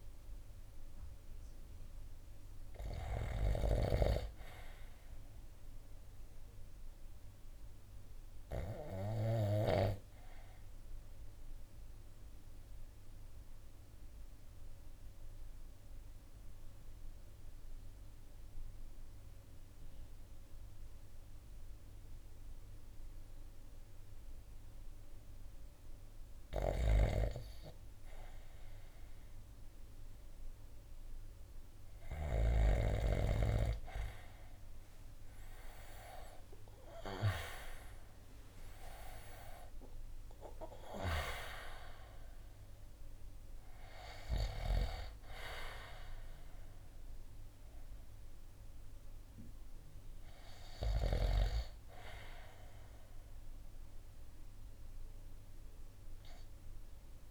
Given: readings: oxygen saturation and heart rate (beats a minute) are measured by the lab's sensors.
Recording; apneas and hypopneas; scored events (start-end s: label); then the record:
breathing in sleep by a room microphone; 1
6.50-24.50 s: obstructive apnea (oxygen 99% before, 81% lowest, heart rate 56 before, 52 extreme, up 4 after)
9.50-36.50 s: oxygen desaturation (device-marked, oxygen 95% before, 86% lowest, heart rate 56 before, 52 extreme)
36.00-40.50 s: arousal
36.50-51.50 s: drop in pulse transit time (device-marked, heart rate 55 before, 57 extreme)
41.50-57.31 s: oxygen desaturation (device-marked, oxygen 90% before, 81% lowest, heart rate 59 before, 51 extreme)
From the record:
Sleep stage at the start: REM sleep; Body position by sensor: on the right side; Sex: male